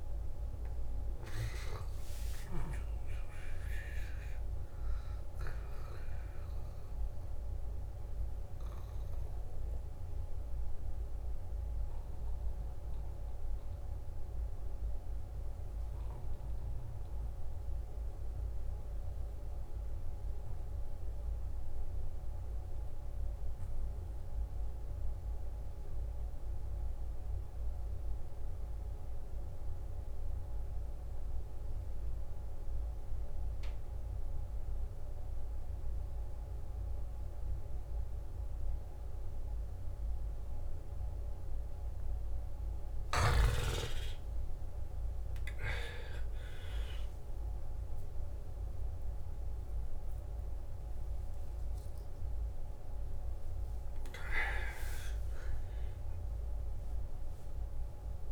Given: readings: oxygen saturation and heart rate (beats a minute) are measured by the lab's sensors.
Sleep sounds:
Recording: breathing in sleep by a room microphone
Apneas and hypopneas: 1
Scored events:
0.00-13.50 s: oxygen desaturation (device-marked, oxygen 88% lowest, heart rate 52 extreme)
9.50-42.50 s: obstructive apnea (oxygen 96% before, 87% lowest, heart rate 67 before, 52 extreme, up 16 after)
34.50-58.32 s: oxygen desaturation (device-marked, oxygen 98% before, 87% lowest, heart rate 54 before, 54 extreme)
43.50-49.00 s: arousal
43.50-58.32 s: new sleep stage, N1 (lightest sleep)
From the record:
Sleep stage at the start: N2 (light sleep)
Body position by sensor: on the back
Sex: male

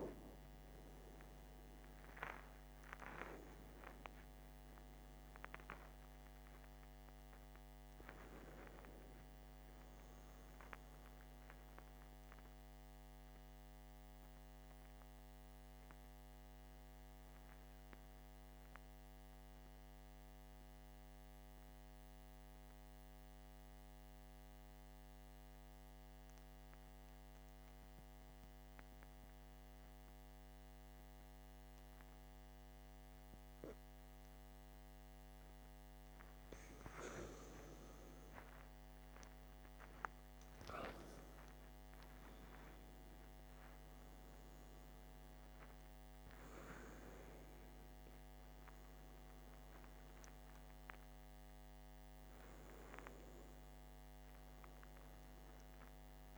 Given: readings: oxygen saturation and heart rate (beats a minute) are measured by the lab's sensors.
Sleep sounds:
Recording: breathing in sleep by a microphone on the trachea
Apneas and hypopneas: 1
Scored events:
0.00-26.00 s: oxygen desaturation (device-marked, oxygen 85% lowest, heart rate 54 extreme)
14.00-36.00 s: obstructive apnea (oxygen 97% before, 85% lowest, heart rate 75 before, 54 extreme, up 11 after)
38.50-42.50 s: arousal
From the record:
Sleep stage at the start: REM sleep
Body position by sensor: on the back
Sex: male

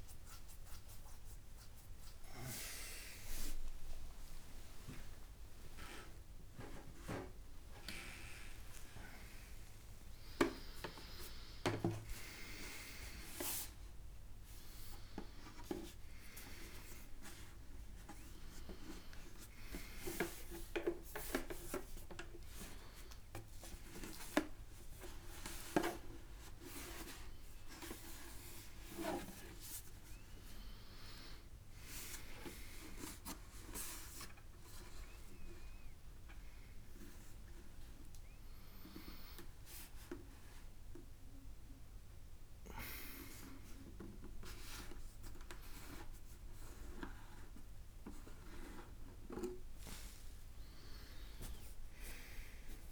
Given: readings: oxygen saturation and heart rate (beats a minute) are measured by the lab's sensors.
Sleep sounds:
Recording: a person awake in a sleep study, by a room microphone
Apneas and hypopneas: none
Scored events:
none scored
From the record:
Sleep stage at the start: awake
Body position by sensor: on the right side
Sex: male

